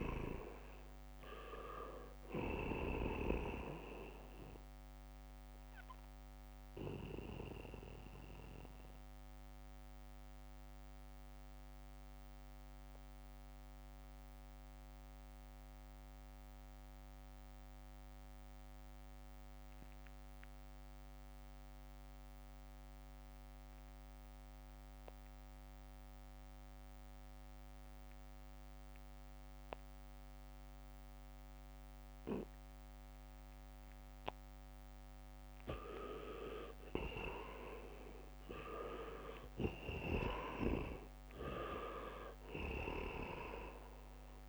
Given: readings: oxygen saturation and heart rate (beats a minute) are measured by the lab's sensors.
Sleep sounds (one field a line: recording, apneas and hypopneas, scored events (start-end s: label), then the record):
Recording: breathing in sleep by a microphone on the trachea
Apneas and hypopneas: 1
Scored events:
0.00-1.00 s: arousal
0.00-21.50 s: oxygen desaturation (device-marked, oxygen 79% lowest, heart rate 65 extreme)
6.00-34.00 s: mixed apnea (oxygen 99% before, 79% lowest, heart rate 67 before, 65 extreme)
31.50-44.48 s: oxygen desaturation (device-marked, oxygen 99% before, 80% lowest, heart rate 71 before, 63 extreme)
36.50-40.00 s: arousal
38.00-43.50 s: leg movement (device-marked)
From the record:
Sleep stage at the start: N2 (light sleep)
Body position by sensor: on the back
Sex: male